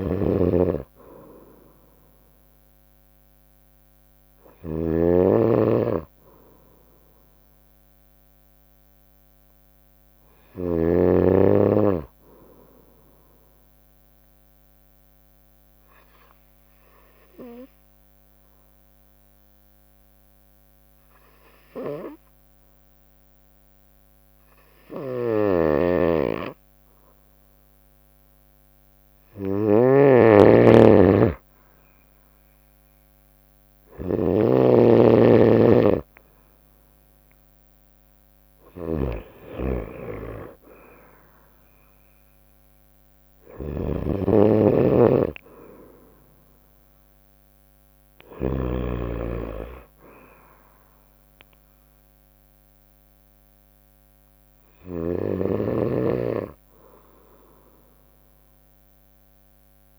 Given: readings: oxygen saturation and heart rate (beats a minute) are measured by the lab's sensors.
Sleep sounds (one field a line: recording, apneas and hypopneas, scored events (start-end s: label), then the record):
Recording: breathing in sleep by a microphone on the trachea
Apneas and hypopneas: 1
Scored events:
0.00-11.00 s: snoring (device-marked)
7.50-11.00 s: arousal
13.00-29.50 s: obstructive apnea (oxygen 96% before, 93% lowest, heart rate 62 before, 60 extreme, up 1 after)
25.00-48.50 s: snoring (device-marked)
33.00-37.00 s: arousal
38.50-59.99 s: oxygen desaturation (device-marked, oxygen 96% before, 93% lowest, heart rate 61 before, 61 extreme)
From the record:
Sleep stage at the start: N2 (light sleep)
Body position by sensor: on the right side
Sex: female